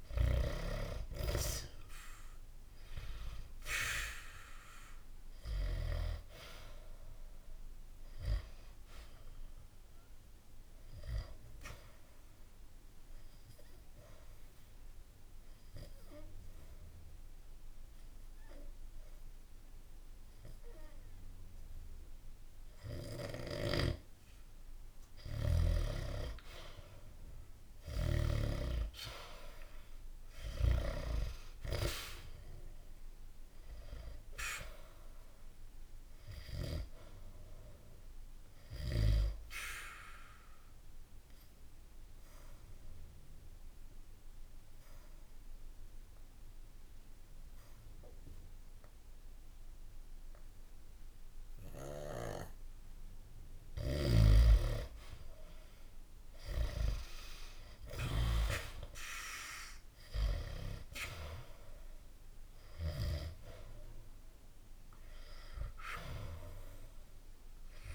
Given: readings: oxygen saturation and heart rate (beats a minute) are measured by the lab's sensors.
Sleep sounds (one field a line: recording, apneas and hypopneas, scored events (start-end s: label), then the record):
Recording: breathing in sleep by a room microphone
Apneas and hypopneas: 2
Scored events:
0.00-1.50 s: arousal
0.50-22.50 s: oxygen desaturation (device-marked, oxygen 96% before, 91% lowest, heart rate 71 before, 64 extreme)
11.50-24.00 s: obstructive apnea (oxygen 96% before, 91% lowest, heart rate 72 before, 64 extreme, up 1 after)
26.50-30.50 s: arousal
35.50-51.50 s: oxygen desaturation (device-marked, oxygen 96% before, 92% lowest, heart rate 69 before, 64 extreme)
36.00-52.50 s: obstructive apnea (oxygen 96% before, 91% lowest, heart rate 69 before, 64 extreme, up 11 after)
55.00-59.50 s: arousal
61.50-67.95 s: oxygen desaturation (device-marked, oxygen 97% before, 91% lowest, heart rate 69 before, 57 extreme)
From the record:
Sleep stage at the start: N2 (light sleep)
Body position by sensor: on the back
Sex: male